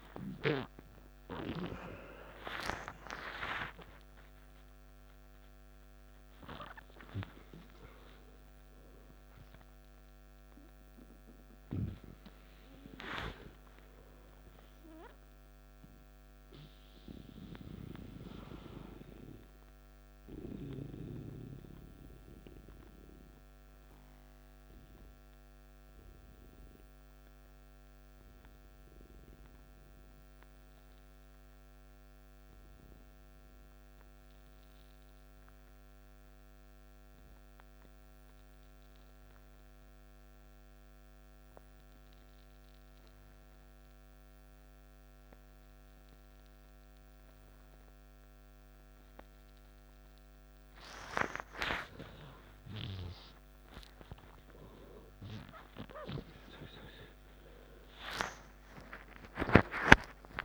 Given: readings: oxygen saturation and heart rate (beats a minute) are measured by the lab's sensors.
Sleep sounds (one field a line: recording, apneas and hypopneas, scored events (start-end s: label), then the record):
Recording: breathing in sleep by a microphone on the trachea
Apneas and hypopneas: 1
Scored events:
0.00-9.50 s: oxygen desaturation (device-marked, oxygen 91% lowest, heart rate 52 extreme)
14.00-17.50 s: arousal
17.50-22.50 s: oxygen desaturation (device-marked, oxygen 95% before, 90% lowest, heart rate 68 before, 52 extreme)
20.50-52.50 s: mixed apnea (oxygen 95% before, 91% lowest, heart rate 67 before, 52 extreme, up 13 after)
27.50-60.45 s: new sleep stage, N2 (light sleep)
42.50-60.45 s: oxygen desaturation (device-marked, oxygen 98% before, 91% lowest, heart rate 55 before, 54 extreme)
53.50-59.50 s: arousal
From the record:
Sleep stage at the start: N1 (lightest sleep)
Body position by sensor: on the back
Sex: male